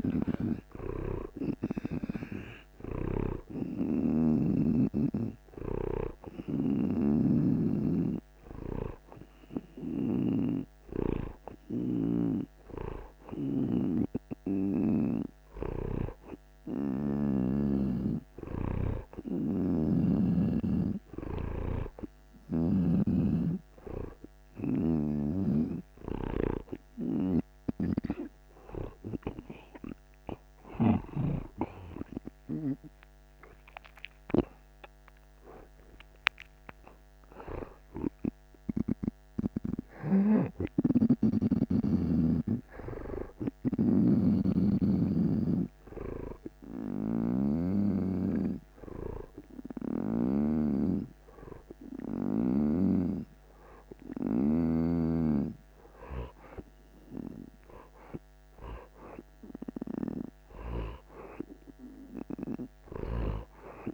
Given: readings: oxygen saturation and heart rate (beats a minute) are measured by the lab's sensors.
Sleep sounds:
breathing in sleep by a microphone on the trachea; none
0.00-4.50 s: snoring (device-marked)
0.00-17.00 s: oxygen desaturation (device-marked, oxygen 83% lowest)
6.50-17.50 s: snoring (device-marked)
19.50-23.00 s: snoring (device-marked)
27.50-31.50 s: snoring (device-marked)
33.50-39.00 s: arousal
40.00-50.50 s: snoring (device-marked)
From the record:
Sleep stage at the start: N2 (light sleep); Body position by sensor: on the right side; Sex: male

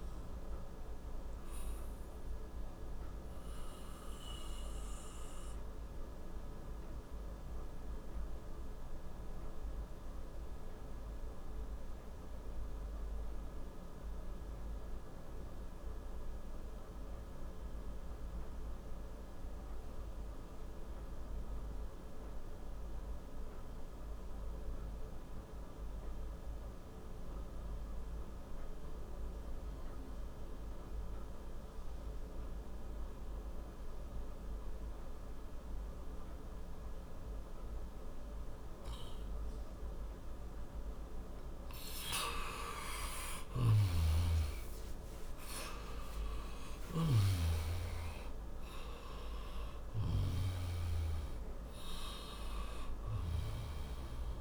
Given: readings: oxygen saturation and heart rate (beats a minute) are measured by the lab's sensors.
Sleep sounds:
breathing in sleep by a room microphone; 1
0.00-18.00 s: oxygen desaturation (device-marked, oxygen 88% lowest, heart rate 57 extreme)
2.00-40.00 s: obstructive apnea (oxygen 96% before, 88% lowest, heart rate 70 before, 57 extreme, up 8 after)
32.00-54.41 s: oxygen desaturation (device-marked, oxygen 98% before, 88% lowest, heart rate 59 before, 54 extreme)
42.50-47.50 s: arousal
43.50-47.00 s: snoring (device-marked)
From the record:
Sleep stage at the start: N2 (light sleep); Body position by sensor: on the back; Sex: male

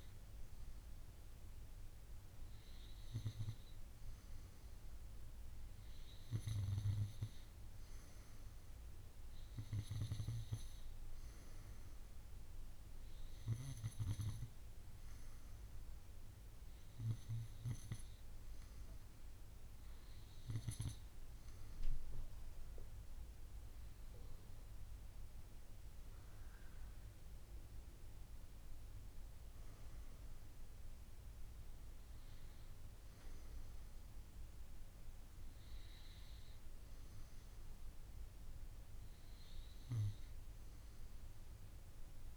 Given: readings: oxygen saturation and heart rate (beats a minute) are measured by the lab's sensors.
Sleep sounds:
breathing in sleep by a room microphone; none
none scored
From the record:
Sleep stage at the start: N2 (light sleep); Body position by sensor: on the right side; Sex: female

